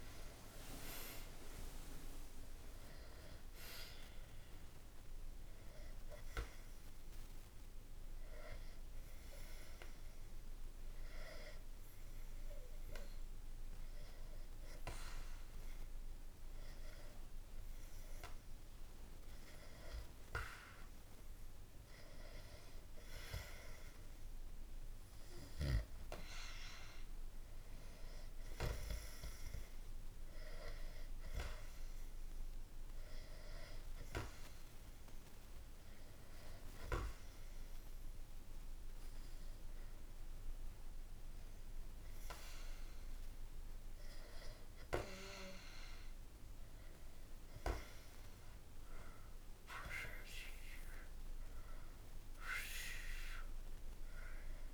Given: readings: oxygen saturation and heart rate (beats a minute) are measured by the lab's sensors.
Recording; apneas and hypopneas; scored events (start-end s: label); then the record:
breathing in sleep by a room microphone; 1
0.00-4.00 s: arousal
9.00-19.50 s: hypopnea (oxygen 96% before, 92% lowest, heart rate 64 before, 60 extreme, up 0 after)
22.50-28.00 s: arousal
From the record:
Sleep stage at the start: N2 (light sleep); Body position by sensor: on the back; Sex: male